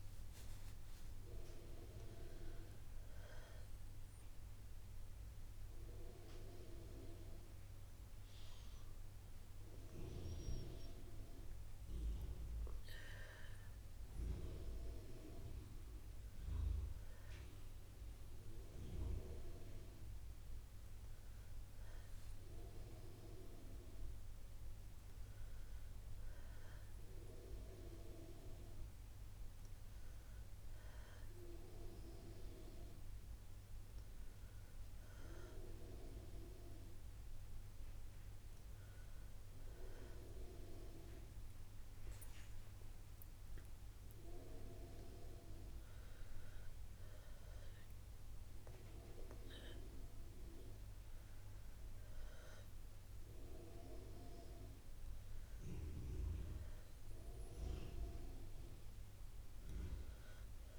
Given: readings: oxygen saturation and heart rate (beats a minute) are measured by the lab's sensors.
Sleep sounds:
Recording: breathing in sleep by a room microphone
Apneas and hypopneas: none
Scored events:
none scored
From the record:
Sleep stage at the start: REM sleep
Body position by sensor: on the back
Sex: female

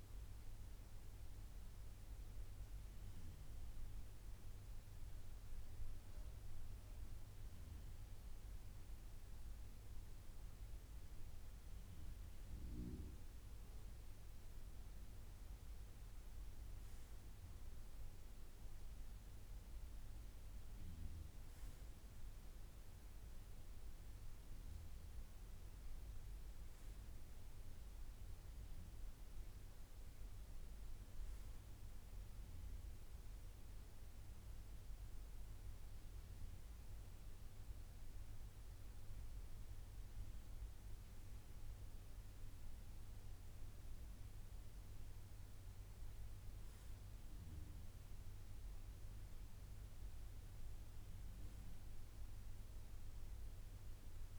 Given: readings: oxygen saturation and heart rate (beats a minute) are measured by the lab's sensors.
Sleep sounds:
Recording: breathing in sleep, hard to hear, by a room microphone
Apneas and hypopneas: none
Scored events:
none scored
From the record:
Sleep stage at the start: N2 (light sleep)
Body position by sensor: on the right side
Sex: male

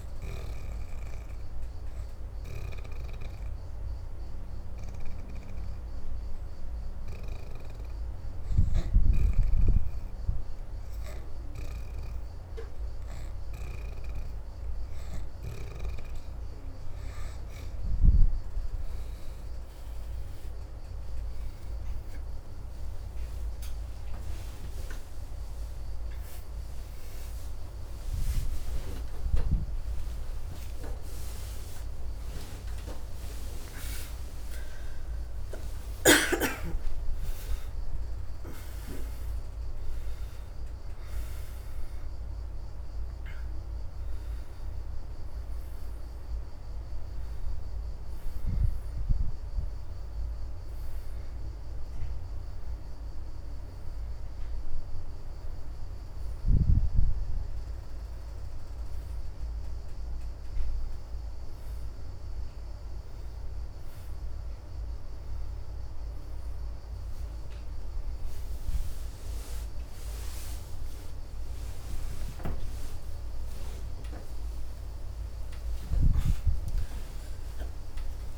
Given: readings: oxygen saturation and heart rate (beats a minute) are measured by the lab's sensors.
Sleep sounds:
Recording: a person awake in a sleep study, by a room microphone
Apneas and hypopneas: 1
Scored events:
0.00-2.00 s: oxygen desaturation (device-marked, oxygen 62% lowest, heart rate 79 extreme)
1.50-15.00 s: hypopnea (oxygen 72% before, 67% lowest, heart rate 82 before, 77 extreme, up 15 after)
4.00-14.00 s: oxygen desaturation (device-marked, oxygen 82% before, 72% lowest, heart rate 82 before, 77 extreme)
13.00-78.38 s: new sleep stage, awake
19.00-58.00 s: oxygen desaturation (device-marked, oxygen 76% before, 67% lowest)
74.00-78.38 s: oxygen desaturation (device-marked, oxygen 91% before, 85% lowest, heart rate 97 before, 80 extreme)
From the record:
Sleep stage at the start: N2 (light sleep)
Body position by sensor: on the back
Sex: female

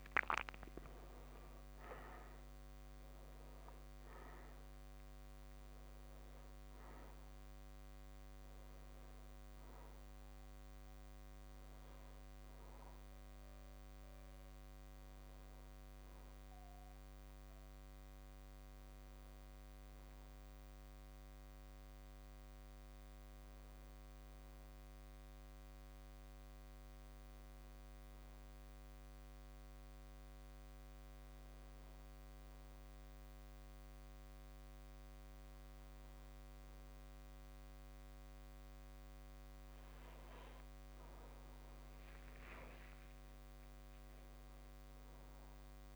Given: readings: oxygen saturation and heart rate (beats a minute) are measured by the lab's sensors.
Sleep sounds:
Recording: breathing in sleep, hard to hear, by a microphone on the trachea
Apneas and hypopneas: 1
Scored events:
3.50-31.50 s: oxygen desaturation (device-marked, oxygen 99% before, 92% lowest)
20.00-40.00 s: obstructive apnea (oxygen 99% before, 92% lowest)
42.00-45.96 s: arousal
From the record:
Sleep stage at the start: N2 (light sleep)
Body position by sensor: on the back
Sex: male

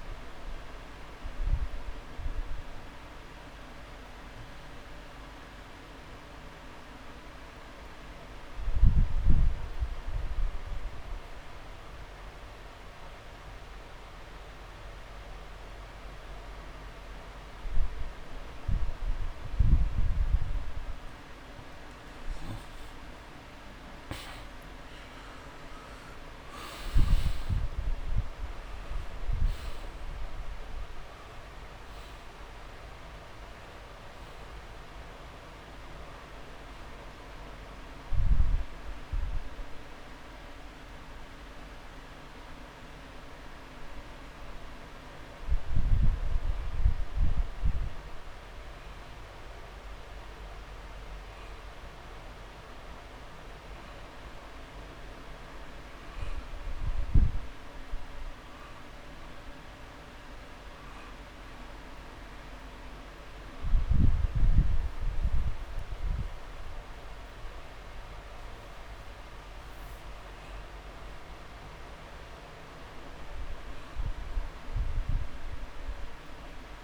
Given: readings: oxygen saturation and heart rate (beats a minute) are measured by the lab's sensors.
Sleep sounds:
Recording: breathing in sleep, hard to hear, by a room microphone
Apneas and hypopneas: 2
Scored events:
0.00-19.00 s: oxygen desaturation (device-marked, oxygen 89% lowest)
1.00-20.50 s: obstructive apnea (oxygen 96% before, 89% lowest)
22.50-24.50 s: long interval between heartbeats (device-marked)
23.00-27.00 s: arousal
34.00-36.00 s: long interval between heartbeats (device-marked)
39.00-48.00 s: drop in pulse transit time (device-marked)
40.00-55.50 s: hypopnea (oxygen 98% before, 90% lowest)
46.00-48.00 s: long interval between heartbeats (device-marked)
47.00-59.00 s: oxygen desaturation (device-marked, oxygen 95% before, 90% lowest)
50.00-52.00 s: drop in pulse transit time (device-marked)
54.50-56.50 s: long interval between heartbeats (device-marked)
57.50-61.00 s: arousal
60.00 s: drop in pulse transit time (device-marked)
67.00-69.00 s: drop in pulse transit time (device-marked)
69.50-71.50 s: long interval between heartbeats (device-marked)
71.00-76.84 s: drop in pulse transit time (device-marked)
From the record:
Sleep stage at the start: N2 (light sleep)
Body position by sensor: on the back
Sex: male

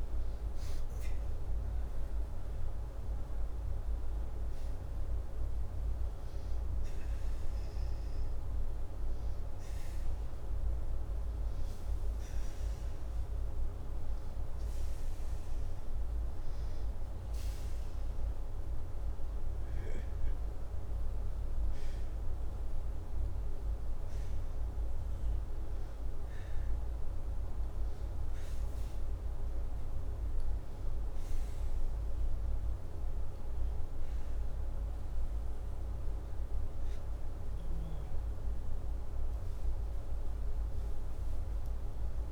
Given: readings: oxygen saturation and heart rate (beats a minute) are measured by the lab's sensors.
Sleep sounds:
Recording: breathing in sleep, hard to hear, by a room microphone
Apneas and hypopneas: 1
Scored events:
0.00-17.50 s: oxygen desaturation (device-marked, oxygen 92% lowest, heart rate 83 extreme)
15.00-17.00 s: arousal
18.50-29.50 s: hypopnea (oxygen 95% before, 95% lowest, heart rate 85 before, 82 extreme, up 4 after)
31.00-34.50 s: arousal
From the record:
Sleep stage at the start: N2 (light sleep)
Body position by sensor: upright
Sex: male

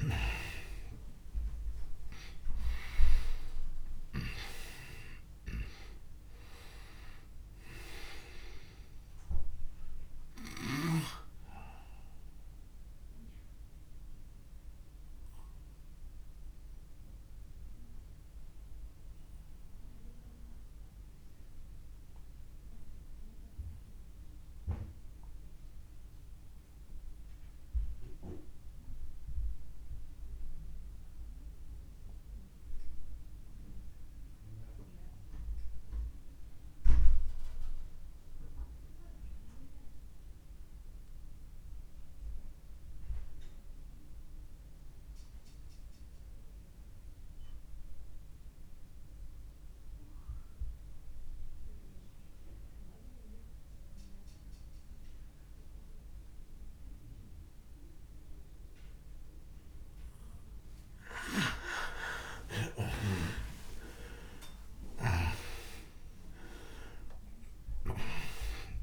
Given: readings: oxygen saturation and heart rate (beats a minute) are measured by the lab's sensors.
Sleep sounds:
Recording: breathing in sleep by a room microphone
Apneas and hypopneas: 1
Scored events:
0.00-32.00 s: oxygen desaturation (device-marked, oxygen 84% lowest)
12.50-60.00 s: obstructive apnea (oxygen 98% before, 81% lowest, heart rate 39 before, 25 extreme, up 21 after)
49.00-68.83 s: oxygen desaturation (device-marked, oxygen 98% before, 81% lowest)
64.00-68.83 s: arousal
From the record:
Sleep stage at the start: N2 (light sleep)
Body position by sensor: on the back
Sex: male

